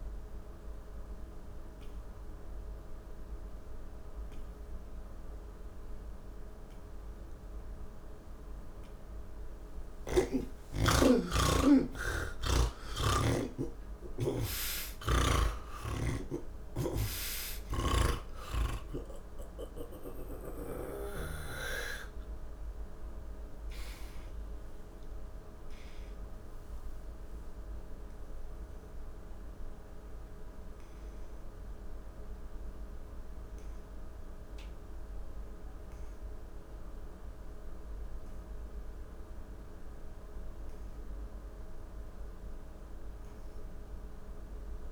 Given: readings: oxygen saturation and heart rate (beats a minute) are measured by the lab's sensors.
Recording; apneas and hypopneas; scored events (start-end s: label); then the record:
breathing in sleep by a room microphone; none
0.00-4.00 s: oxygen desaturation (device-marked, oxygen 79% lowest)
9.00-22.00 s: oxygen desaturation (device-marked, oxygen 92% before, 85% lowest, heart rate 118 before, 58 extreme)
14.50-21.00 s: snoring (device-marked)
28.00-43.00 s: oxygen desaturation (device-marked, oxygen 88% before, 83% lowest, heart rate 132 before, 38 extreme)
From the record:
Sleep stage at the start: N2 (light sleep); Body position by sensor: on the back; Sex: male